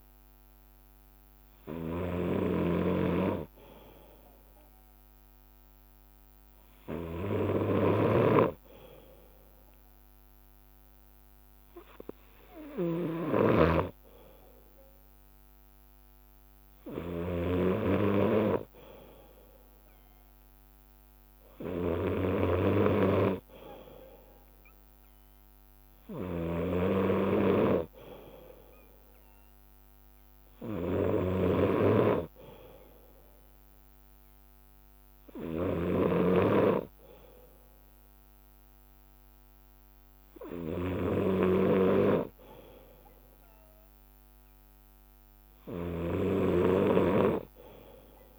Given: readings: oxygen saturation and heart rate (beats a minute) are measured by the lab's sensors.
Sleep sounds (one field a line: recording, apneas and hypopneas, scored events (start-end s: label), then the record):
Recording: breathing in sleep by a microphone on the trachea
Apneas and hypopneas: none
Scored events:
0.00-1.50 s: leg movement (device-marked)
0.00-46.00 s: bradycardia (device-marked, heart rate 58 extreme)
7.00-14.50 s: leg movement (device-marked)
17.50-22.00 s: leg movement (device-marked)
24.00-31.00 s: leg movement (device-marked)
32.00-35.00 s: leg movement (device-marked)
38.50-43.50 s: leg movement (device-marked)
From the record:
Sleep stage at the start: N2 (light sleep)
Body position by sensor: on the left side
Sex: male